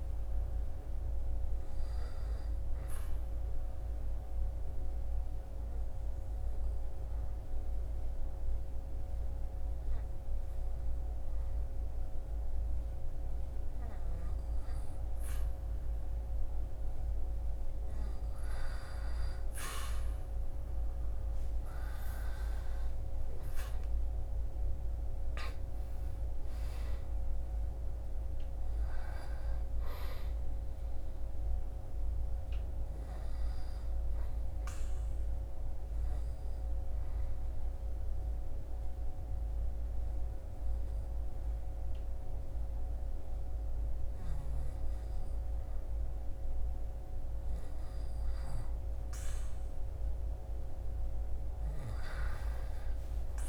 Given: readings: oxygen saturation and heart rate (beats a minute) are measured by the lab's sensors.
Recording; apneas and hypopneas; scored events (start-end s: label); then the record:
breathing in sleep, hard to hear, by a room microphone; 2
1.00-16.50 s: obstructive apnea (oxygen 98% before, 95% lowest, heart rate 69 before, 58 extreme, up 7 after)
19.50-23.50 s: arousal
34.00-47.50 s: obstructive apnea (oxygen 98% before, 95% lowest, heart rate 67 before, 61 extreme, up 10 after)
51.00-53.48 s: arousal
From the record:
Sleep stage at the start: N2 (light sleep); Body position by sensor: on the back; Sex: male